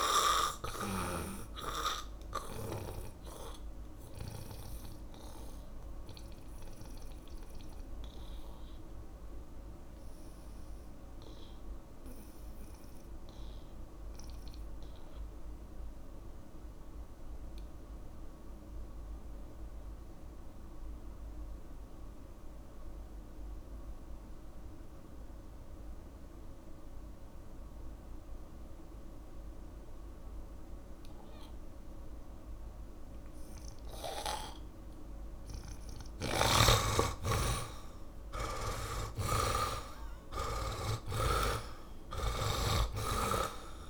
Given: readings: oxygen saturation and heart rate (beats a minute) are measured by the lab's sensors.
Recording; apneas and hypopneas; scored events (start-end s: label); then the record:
breathing in sleep by a room microphone; 1
0.00-22.50 s: oxygen desaturation (device-marked, oxygen 76% lowest)
2.00-36.50 s: mixed apnea (oxygen 99% before, 75% lowest)
33.50-43.90 s: oxygen desaturation (device-marked, oxygen 99% before, 75% lowest)
36.50-43.90 s: snoring (device-marked)
38.50-43.50 s: arousal
From the record:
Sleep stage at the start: N2 (light sleep); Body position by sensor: on the back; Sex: male